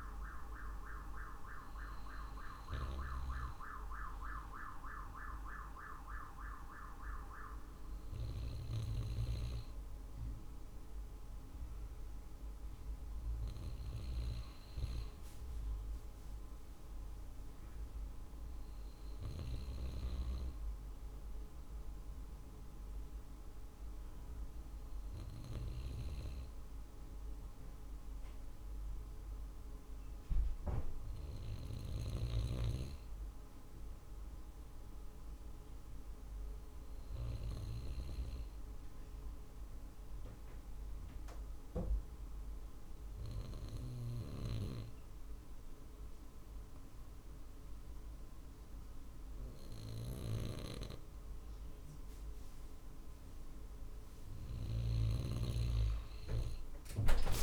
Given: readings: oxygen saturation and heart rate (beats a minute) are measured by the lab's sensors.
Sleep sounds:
breathing in sleep by a room microphone; 1
0.00-2.00 s: drop in pulse transit time (device-marked, heart rate 50 extreme)
24.50-53.00 s: obstructive apnea (oxygen 95% before, 93% lowest, heart rate 50 before, 49 extreme, up 3 after)
49.50-54.50 s: snoring (device-marked)
From the record:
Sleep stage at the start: N2 (light sleep); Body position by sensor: on the right side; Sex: male

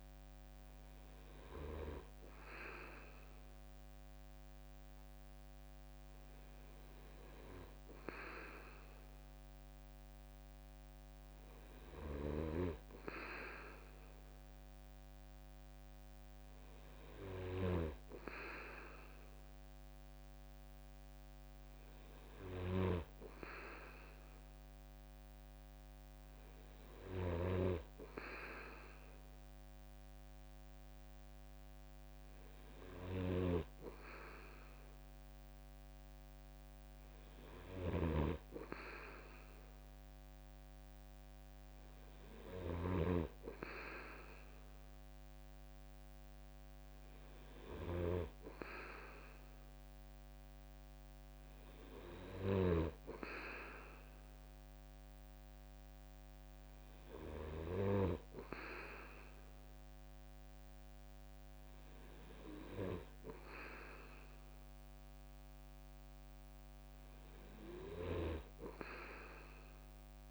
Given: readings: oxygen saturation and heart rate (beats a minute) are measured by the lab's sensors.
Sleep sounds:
breathing in sleep by a microphone on the trachea; none
37.50-43.00 s: snoring (device-marked)
From the record:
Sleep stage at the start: N2 (light sleep); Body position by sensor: on the right side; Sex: male

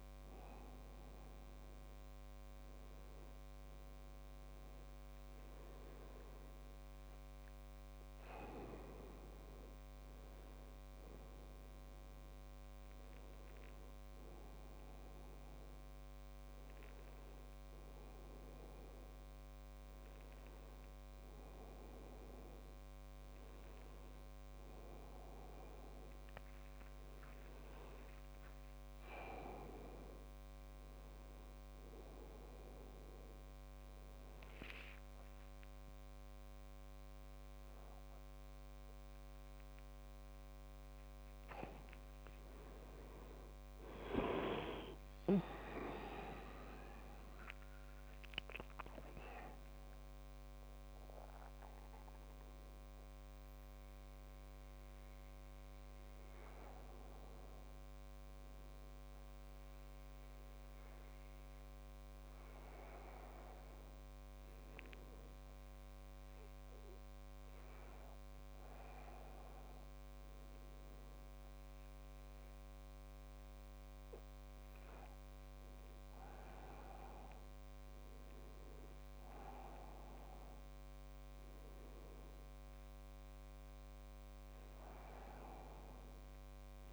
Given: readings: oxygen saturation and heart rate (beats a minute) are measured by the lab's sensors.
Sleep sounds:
a person awake in a sleep study, by a microphone on the trachea; none
none scored
From the record:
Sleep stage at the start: awake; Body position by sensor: on the back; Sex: male

